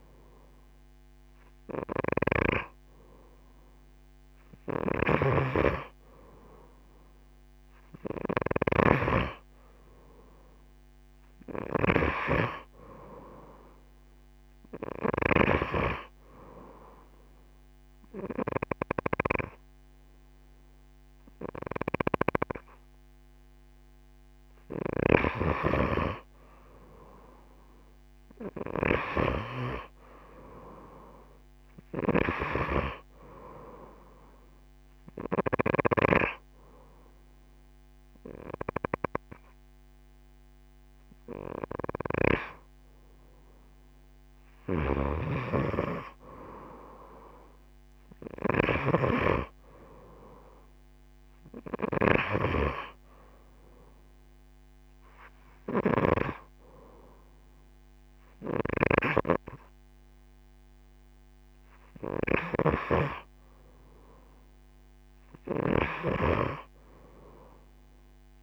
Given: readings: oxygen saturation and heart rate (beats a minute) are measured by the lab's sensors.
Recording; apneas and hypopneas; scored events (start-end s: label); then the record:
breathing in sleep by a microphone on the trachea; 1
5.00-12.00 s: snoring (device-marked)
9.00-25.00 s: oxygen desaturation (device-marked, oxygen 93% before, 90% lowest)
16.00-26.00 s: obstructive apnea (oxygen 93% before, 88% lowest)
28.50-32.50 s: arousal
36.00-46.00 s: oxygen desaturation (device-marked, oxygen 92% before, 88% lowest)
From the record:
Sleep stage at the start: N2 (light sleep); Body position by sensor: on the right side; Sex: female